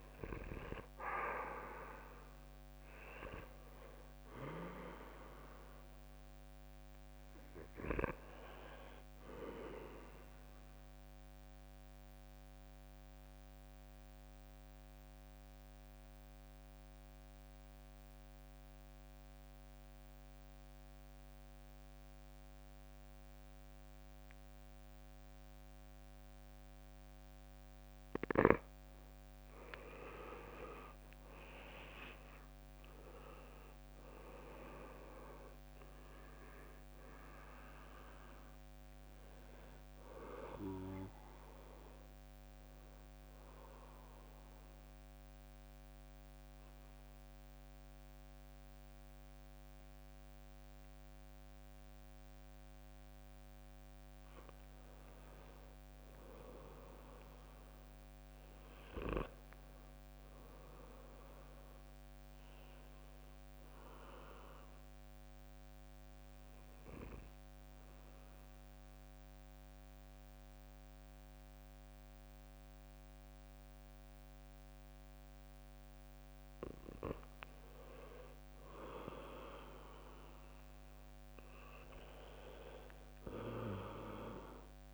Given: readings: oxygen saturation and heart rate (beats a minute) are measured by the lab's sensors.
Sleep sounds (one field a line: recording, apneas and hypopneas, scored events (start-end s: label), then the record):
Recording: breathing in sleep by a microphone on the trachea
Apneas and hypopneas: 3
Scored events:
0.00-8.50 s: oxygen desaturation (device-marked, oxygen 92% lowest, heart rate 55 extreme)
1.50-22.50 s: drop in pulse transit time (device-marked, heart rate 60 before, 57 extreme)
13.50-27.00 s: obstructive apnea (oxygen 95% before, 88% lowest, heart rate 66 before, 57 extreme, up 13 after)
30.00-35.50 s: arousal
34.50-56.50 s: oxygen desaturation (device-marked, oxygen 96% before, 88% lowest, heart rate 61 before, 57 extreme)
44.50-55.50 s: mixed apnea (oxygen 96% before, 88% lowest, heart rate 65 before, 61 extreme, up 8 after)
58.50-63.00 s: arousal
68.50-79.50 s: mixed apnea (oxygen 99% before, 91% lowest, heart rate 64 before, 57 extreme, up 2 after)
81.50-84.93 s: arousal
From the record:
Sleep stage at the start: REM sleep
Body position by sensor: on the back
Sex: male